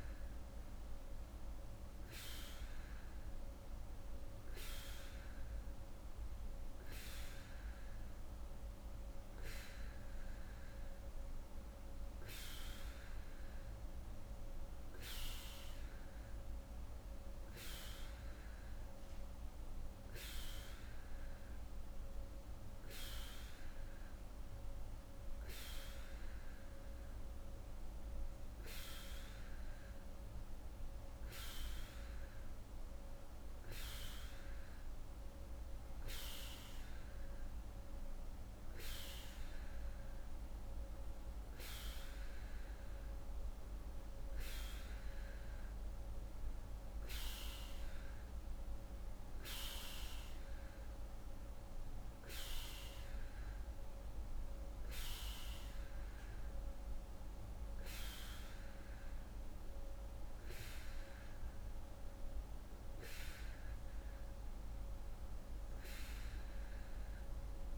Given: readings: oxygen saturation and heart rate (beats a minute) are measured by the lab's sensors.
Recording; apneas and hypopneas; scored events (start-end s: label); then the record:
breathing in sleep by a room microphone; none
none scored
From the record:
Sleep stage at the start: N2 (light sleep); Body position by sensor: on the right side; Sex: female